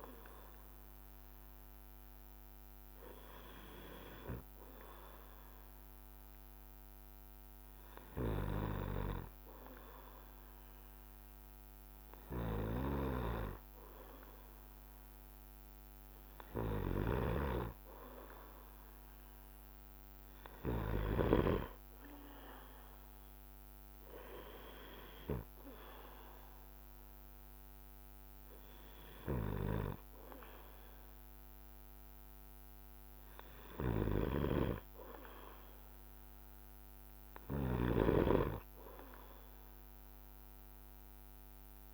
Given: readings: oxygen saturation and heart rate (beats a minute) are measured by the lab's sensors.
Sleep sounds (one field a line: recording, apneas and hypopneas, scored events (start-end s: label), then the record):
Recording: breathing in sleep by a microphone on the trachea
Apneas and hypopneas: none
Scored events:
12.00-21.50 s: snoring (device-marked)
33.50-41.93 s: snoring (device-marked)
From the record:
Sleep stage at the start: N2 (light sleep)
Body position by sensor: on the back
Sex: male